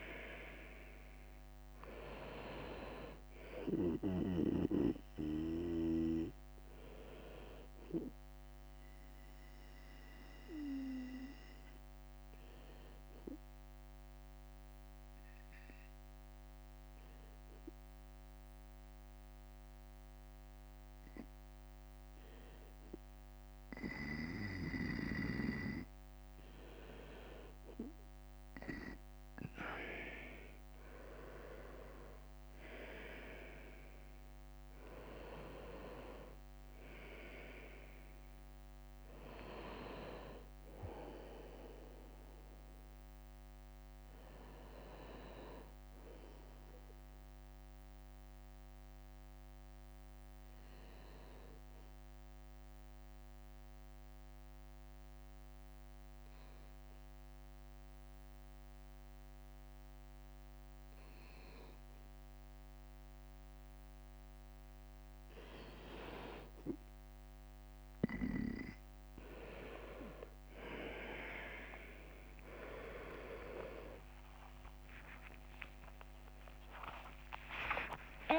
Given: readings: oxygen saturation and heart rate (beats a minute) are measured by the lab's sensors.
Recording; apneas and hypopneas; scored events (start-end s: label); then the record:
breathing in sleep by a microphone on the trachea; 2
6.00-23.00 s: bradycardia (device-marked, heart rate 62 before, 55 extreme)
10.50-24.50 s: obstructive apnea (oxygen 97% before, 93% lowest, heart rate 61 before, 54 extreme, up 11 after)
19.00-25.00 s: drop in pulse transit time (device-marked, heart rate 60 before, 56 extreme)
26.50-29.00 s: arousal
40.00-68.00 s: bradycardia (device-marked, heart rate 60 before, 53 extreme)
50.00-63.50 s: obstructive apnea (oxygen 98% before, 92% lowest, heart rate 61 before, 54 extreme, up 6 after)
63.00-78.39 s: new sleep stage, awake
69.00-78.39 s: oxygen desaturation (device-marked, oxygen 98% before, 92% lowest, heart rate 54 before, 58 extreme)
73.00-78.00 s: tachycardia (device-marked, heart rate 59 before, 120 extreme)
74.00-76.00 s: long interval between heartbeats (device-marked, heart rate 56 before, 81 extreme)
77.00-78.39 s: drop in pulse transit time (device-marked, heart rate 62 before, 77 extreme)
From the record:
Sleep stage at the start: N2 (light sleep); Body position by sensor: on the right side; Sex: male